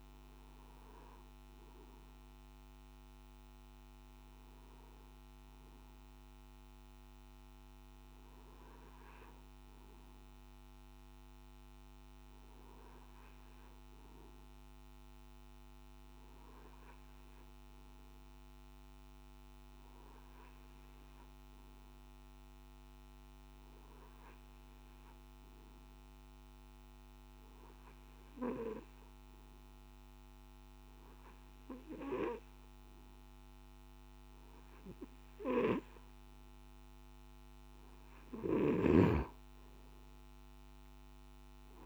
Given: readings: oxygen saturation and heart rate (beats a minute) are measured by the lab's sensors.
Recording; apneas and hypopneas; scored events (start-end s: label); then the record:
breathing in sleep by a microphone on the trachea; none
38.50-41.86 s: snoring (device-marked)
From the record:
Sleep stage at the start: N3 (deep sleep); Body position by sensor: on the back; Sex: male